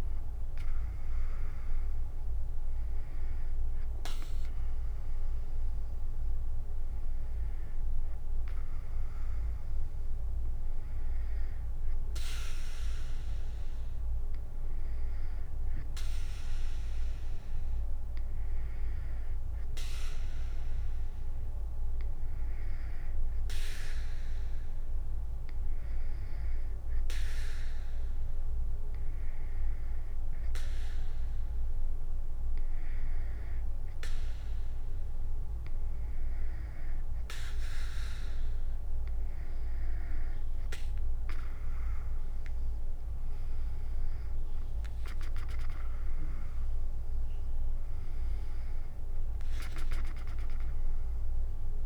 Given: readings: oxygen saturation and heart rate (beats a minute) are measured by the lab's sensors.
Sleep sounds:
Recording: breathing in sleep by a room microphone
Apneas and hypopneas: 1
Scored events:
8.00-13.00 s: arousal
21.00-39.00 s: hypopnea (oxygen 97% before, 91% lowest, heart rate 73 before, 73 extreme, up 7 after)
24.50-49.50 s: oxygen desaturation (device-marked, oxygen 96% before, 91% lowest, heart rate 73 before, 73 extreme)
39.50-51.86 s: drop in pulse transit time (device-marked, heart rate 74 before, 77 extreme)
From the record:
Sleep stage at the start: N2 (light sleep)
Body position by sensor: on the back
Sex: female

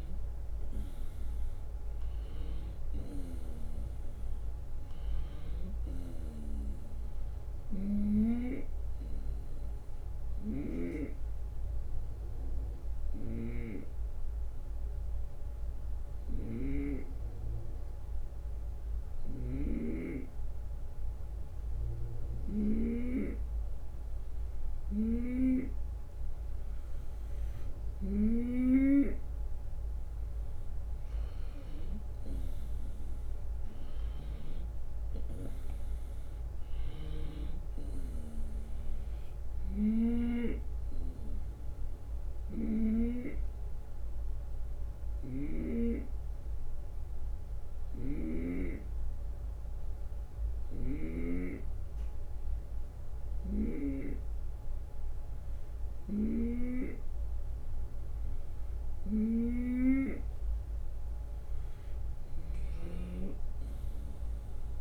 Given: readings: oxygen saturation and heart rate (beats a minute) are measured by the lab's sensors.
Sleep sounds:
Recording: breathing in sleep by a room microphone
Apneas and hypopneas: 2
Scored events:
0.00-2.50 s: arousal
9.50-25.50 s: obstructive apnea (oxygen 95% before, 91% lowest)
10.00-28.50 s: snoring (device-marked)
29.50-41.50 s: oxygen desaturation (device-marked, oxygen 95% before, 92% lowest)
31.00-35.50 s: arousal
43.00-59.00 s: hypopnea (oxygen 95% before, 91% lowest)
45.00-48.50 s: snoring (device-marked)
62.50-64.81 s: arousal
From the record:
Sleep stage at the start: N2 (light sleep)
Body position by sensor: on the right side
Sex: male

